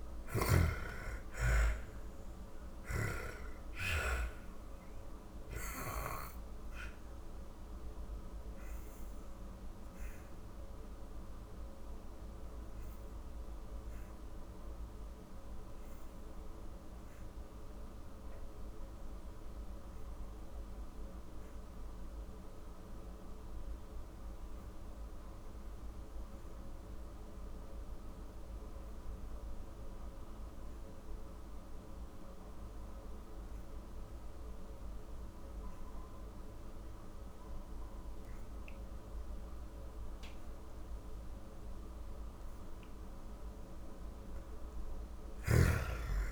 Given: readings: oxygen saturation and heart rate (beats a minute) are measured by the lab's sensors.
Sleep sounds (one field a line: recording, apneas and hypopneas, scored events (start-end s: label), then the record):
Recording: breathing in sleep by a room microphone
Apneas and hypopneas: 1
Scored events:
0.00-1.50 s: arousal
0.00-2.50 s: snoring (device-marked)
0.00-21.50 s: oxygen desaturation (device-marked, oxygen 81% lowest)
6.00-41.50 s: obstructive apnea (oxygen 98% before, 78% lowest)
34.50-39.50 s: oxygen desaturation (device-marked, oxygen 97% before, 91% lowest, heart rate 55 before, 63 extreme)
43.50-46.32 s: oxygen desaturation (device-marked, oxygen 96% before, 86% lowest, heart rate 67 before, 40 extreme)
43.50-46.32 s: snoring (device-marked)
45.00-46.32 s: arousal
From the record:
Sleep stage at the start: N2 (light sleep)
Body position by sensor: on the back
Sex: female